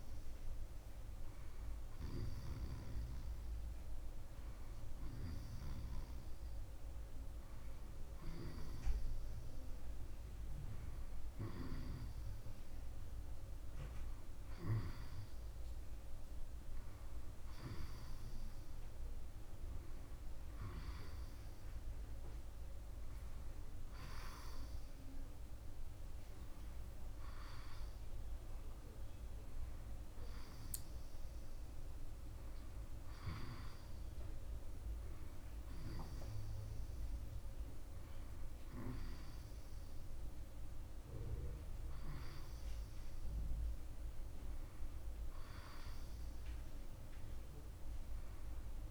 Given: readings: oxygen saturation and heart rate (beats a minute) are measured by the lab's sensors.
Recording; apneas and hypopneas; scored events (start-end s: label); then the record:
a person awake in a sleep study, by a room microphone; none
none scored
From the record:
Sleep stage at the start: awake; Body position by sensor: on the back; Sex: male